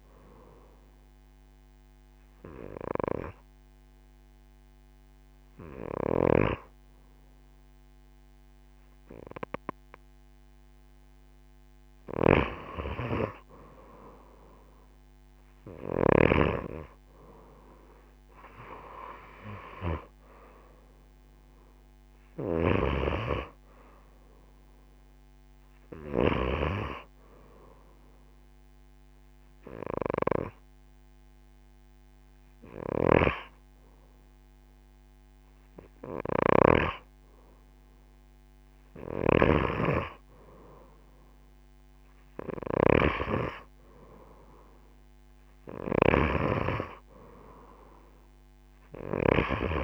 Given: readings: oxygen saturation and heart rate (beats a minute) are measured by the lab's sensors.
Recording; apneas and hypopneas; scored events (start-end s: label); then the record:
breathing in sleep by a microphone on the trachea; 1
0.50-11.50 s: hypopnea (oxygen 94% before, 88% lowest)
12.00-16.50 s: snoring (device-marked)
15.00-19.00 s: arousal
20.00-33.00 s: oxygen desaturation (device-marked, oxygen 94% before, 88% lowest)
32.50-39.50 s: snoring (device-marked)
From the record:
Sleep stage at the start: N2 (light sleep); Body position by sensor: on the right side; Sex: female